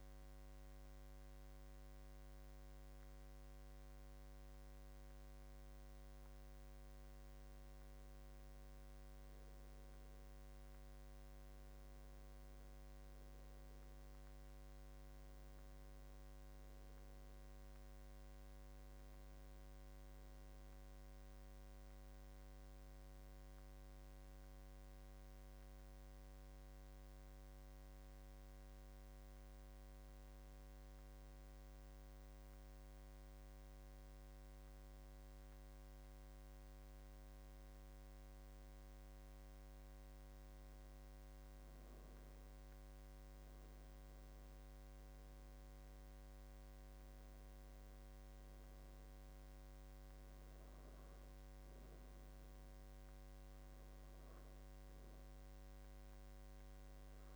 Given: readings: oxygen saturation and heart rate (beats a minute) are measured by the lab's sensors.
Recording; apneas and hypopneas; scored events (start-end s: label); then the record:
breathing in sleep, hard to hear, by a microphone on the trachea; none
40.50-57.36 s: new sleep stage, N2 (light sleep)
From the record:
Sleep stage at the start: N1 (lightest sleep); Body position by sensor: on the back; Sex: male